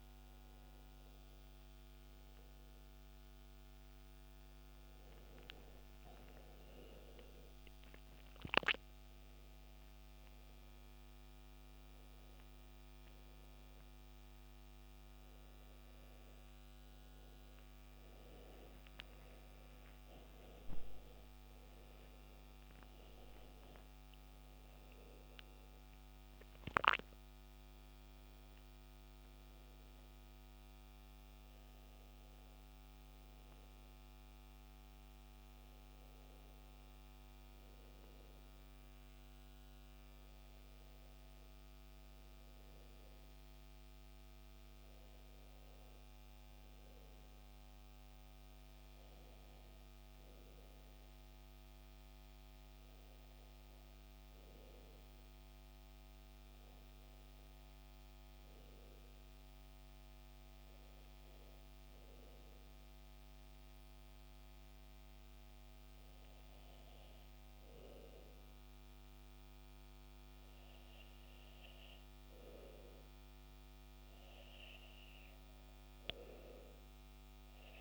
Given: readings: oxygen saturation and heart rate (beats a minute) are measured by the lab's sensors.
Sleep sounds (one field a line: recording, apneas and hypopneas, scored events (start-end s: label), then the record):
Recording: breathing in sleep, hard to hear, by a microphone on the trachea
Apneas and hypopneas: none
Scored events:
3.00-63.00 s: new sleep stage, N1 (lightest sleep)
19.50-23.50 s: arousal
63.00-77.81 s: new sleep stage, N2 (light sleep)
From the record:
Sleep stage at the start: N2 (light sleep)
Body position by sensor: on the back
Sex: male